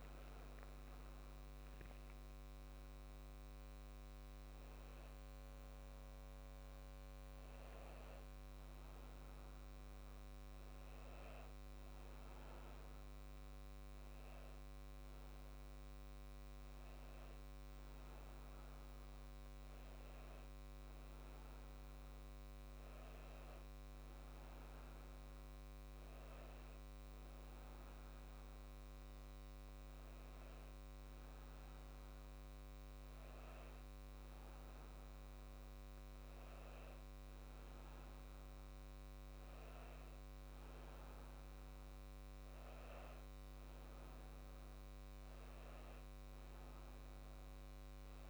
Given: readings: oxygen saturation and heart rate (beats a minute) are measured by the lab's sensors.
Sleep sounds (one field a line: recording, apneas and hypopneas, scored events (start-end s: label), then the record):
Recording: breathing in sleep, hard to hear, by a microphone on the trachea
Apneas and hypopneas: none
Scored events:
none scored
From the record:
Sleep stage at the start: N2 (light sleep)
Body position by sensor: on the back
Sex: female